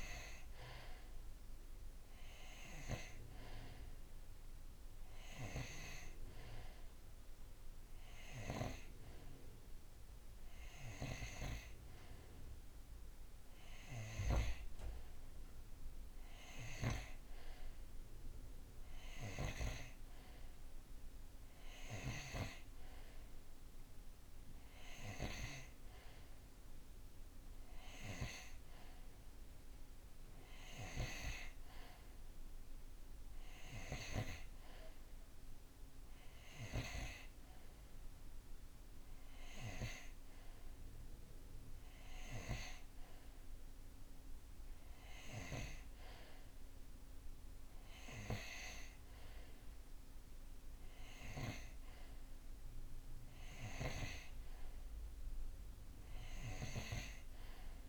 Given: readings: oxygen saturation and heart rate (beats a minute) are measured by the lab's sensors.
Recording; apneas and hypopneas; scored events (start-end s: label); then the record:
breathing in sleep by a room microphone; none
none scored
From the record:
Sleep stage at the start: N2 (light sleep); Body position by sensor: on the right side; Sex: male